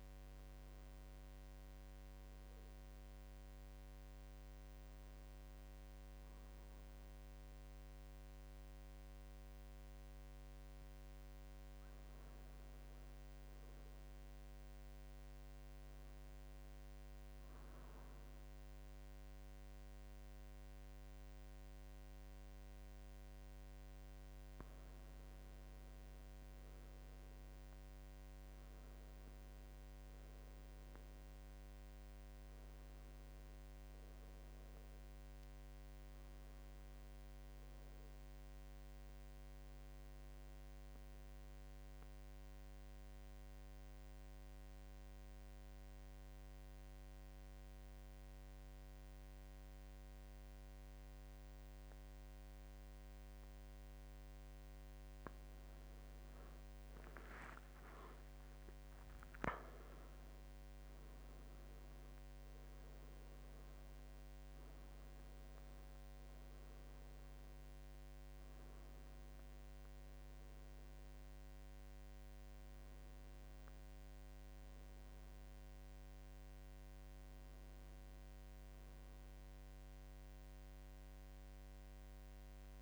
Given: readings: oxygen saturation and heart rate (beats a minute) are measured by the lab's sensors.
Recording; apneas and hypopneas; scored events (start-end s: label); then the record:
breathing in sleep, hard to hear, by a microphone on the trachea; 2
1.50-12.50 s: hypopnea (oxygen 96% before, 90% lowest, heart rate 77 before, 73 extreme, up 5 after)
14.00-17.00 s: arousal
26.50-49.50 s: oxygen desaturation (device-marked, oxygen 95% before, 91% lowest, heart rate 76 before, 67 extreme)
44.00-55.50 s: central apnea (oxygen 95% before, 88% lowest, heart rate 78 before, 73 extreme, up 14 after)
57.00-62.00 s: arousal
60.50-82.82 s: oxygen desaturation (device-marked, oxygen 95% before, 88% lowest, heart rate 73 before, 69 extreme)
From the record:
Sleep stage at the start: N2 (light sleep); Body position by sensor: on the right side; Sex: male